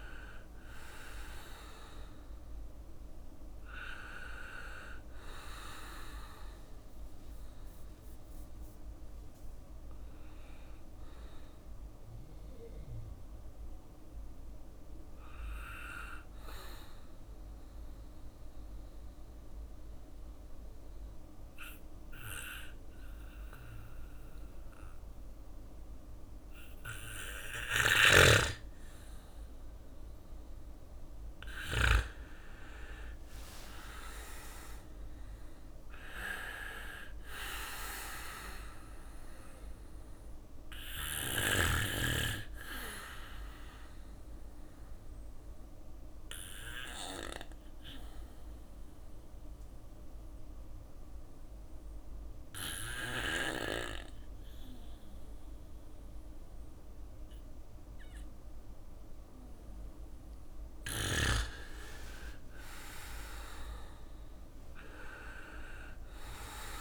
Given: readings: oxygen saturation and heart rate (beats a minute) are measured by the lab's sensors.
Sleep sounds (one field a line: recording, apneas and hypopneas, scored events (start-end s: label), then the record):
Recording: breathing in sleep by a room microphone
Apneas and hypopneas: 2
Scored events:
0.00-4.50 s: bradycardia (device-marked, heart rate 57 extreme)
3.50-16.50 s: oxygen desaturation (device-marked, oxygen 99% before, 95% lowest, heart rate 58 before, 56 extreme)
7.50-9.50 s: long interval between heartbeats (device-marked, heart rate 58 before, 65 extreme)
11.50-31.50 s: bradycardia (device-marked, heart rate 61 before, 56 extreme)
15.00-30.50 s: mixed apnea (oxygen 99% before, 94% lowest, heart rate 62 before, 56 extreme, up 4 after)
26.00-30.50 s: snoring (device-marked)
32.00-35.50 s: arousal
34.50-54.50 s: oxygen desaturation (device-marked, oxygen 98% before, 95% lowest, heart rate 57 before, 54 extreme)
35.50-57.50 s: bradycardia (device-marked, heart rate 61 before, 56 extreme)
43.50-58.50 s: obstructive apnea (oxygen 99% before, 93% lowest, heart rate 58 before, 54 extreme, up 3 after)
59.50-66.81 s: drop in pulse transit time (device-marked, heart rate 58 before, 56 extreme)
60.00-64.00 s: arousal
63.50-66.81 s: bradycardia (device-marked, heart rate 61 before, 54 extreme)
From the record:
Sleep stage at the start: N2 (light sleep)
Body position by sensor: on the back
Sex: male